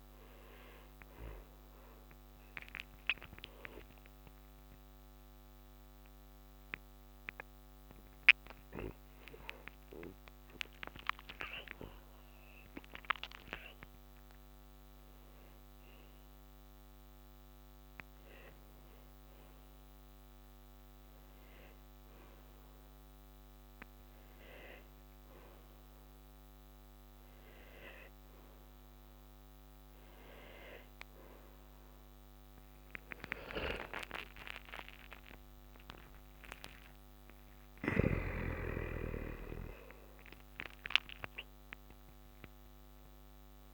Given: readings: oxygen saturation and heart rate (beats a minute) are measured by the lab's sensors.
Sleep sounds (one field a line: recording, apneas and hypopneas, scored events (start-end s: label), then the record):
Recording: breathing in sleep by a microphone on the trachea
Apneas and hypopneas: 1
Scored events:
4.00-14.00 s: hypopnea (oxygen 97% before, 95% lowest, heart rate 66 before, 64 extreme, up 13 after)
33.50-37.50 s: arousal
From the record:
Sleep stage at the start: N1 (lightest sleep)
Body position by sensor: on the back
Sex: male